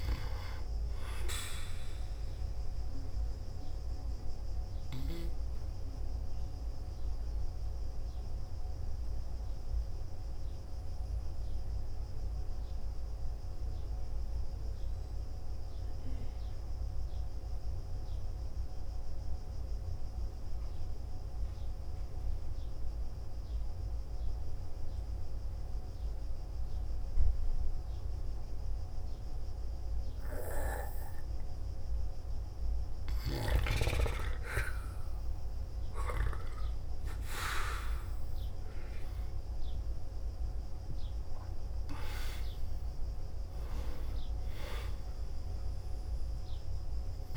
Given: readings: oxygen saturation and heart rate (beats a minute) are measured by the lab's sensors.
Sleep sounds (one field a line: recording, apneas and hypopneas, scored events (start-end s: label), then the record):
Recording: breathing in sleep by a room microphone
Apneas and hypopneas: 1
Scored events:
0.00-22.50 s: oxygen desaturation (device-marked, oxygen 85% lowest, heart rate 55 extreme)
6.00-32.50 s: obstructive apnea (oxygen 98% before, 84% lowest, heart rate 59 before, 55 extreme, up 2 after)
34.00-37.50 s: arousal
37.50-47.36 s: oxygen desaturation (device-marked, oxygen 98% before, 84% lowest, heart rate 57 before, 54 extreme)
From the record:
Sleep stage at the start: N2 (light sleep)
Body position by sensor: on the back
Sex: male